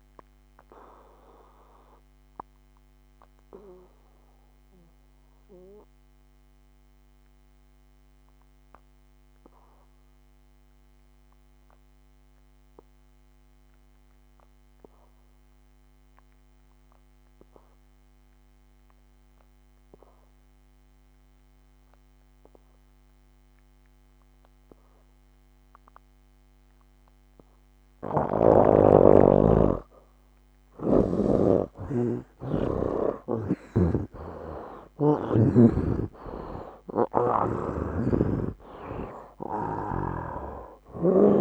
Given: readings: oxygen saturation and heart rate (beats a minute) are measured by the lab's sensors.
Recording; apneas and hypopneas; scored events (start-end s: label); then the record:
breathing in sleep by a microphone on the trachea; 1
0.00-19.50 s: oxygen desaturation (device-marked, oxygen 71% lowest, heart rate 66 extreme)
1.00-29.50 s: obstructive apnea (oxygen 97% before, 71% lowest, heart rate 74 before, 66 extreme, up 11 after)
30.50-37.50 s: snoring (device-marked)
31.50-41.41 s: oxygen desaturation (device-marked, oxygen 98% before, 80% lowest, heart rate 68 before, 64 extreme)
34.00-38.00 s: arousal
From the record:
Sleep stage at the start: N2 (light sleep); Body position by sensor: on the back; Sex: male